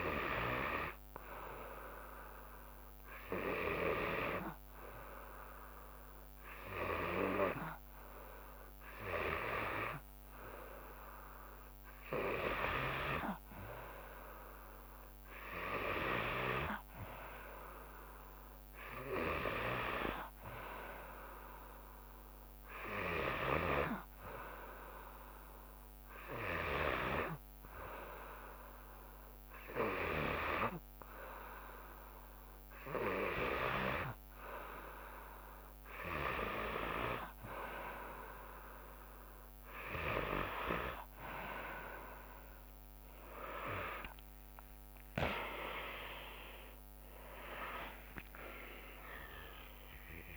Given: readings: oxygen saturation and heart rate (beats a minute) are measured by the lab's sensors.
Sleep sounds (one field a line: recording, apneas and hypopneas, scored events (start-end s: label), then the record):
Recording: breathing in sleep by a microphone on the trachea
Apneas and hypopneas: none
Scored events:
33.00-48.00 s: tachycardia (device-marked, heart rate 71 before, 189 extreme)
43.50-48.50 s: arousal
44.00-50.37 s: drop in pulse transit time (device-marked, heart rate 105 before, 85 extreme)
From the record:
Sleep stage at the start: N2 (light sleep)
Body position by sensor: on the back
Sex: female